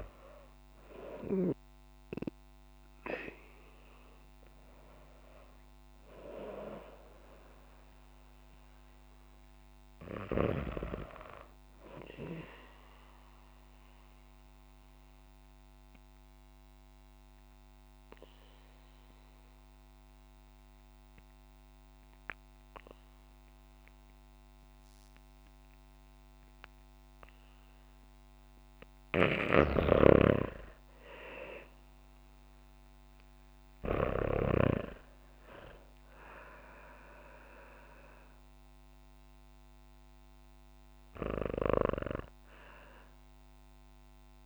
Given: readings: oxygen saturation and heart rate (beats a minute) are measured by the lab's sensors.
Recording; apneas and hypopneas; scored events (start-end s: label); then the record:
breathing in sleep by a microphone on the trachea; 1
0.00-7.50 s: oxygen desaturation (device-marked, oxygen 77% lowest, heart rate 49 extreme)
14.00-28.00 s: obstructive apnea (oxygen 98% before, 85% lowest, heart rate 67 before, 52 extreme, up 9 after)
29.00-34.50 s: snoring (device-marked)
31.50-35.50 s: arousal
31.50-44.46 s: oxygen desaturation (device-marked, oxygen 98% before, 90% lowest, heart rate 56 before, 49 extreme)
From the record:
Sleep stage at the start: REM sleep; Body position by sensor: on the back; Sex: female